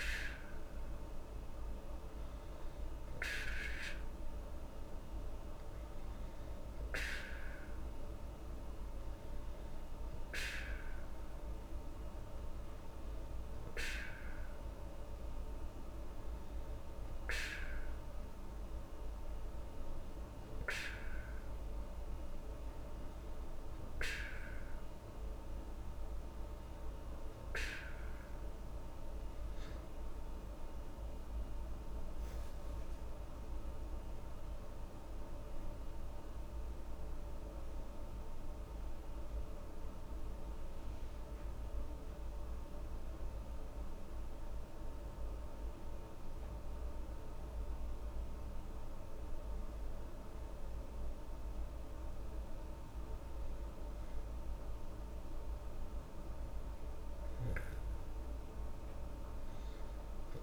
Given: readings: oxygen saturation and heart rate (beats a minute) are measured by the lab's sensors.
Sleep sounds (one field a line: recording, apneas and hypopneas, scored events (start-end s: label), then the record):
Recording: breathing in sleep by a room microphone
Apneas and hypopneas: none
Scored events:
none scored
From the record:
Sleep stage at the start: N2 (light sleep)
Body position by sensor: on the back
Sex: female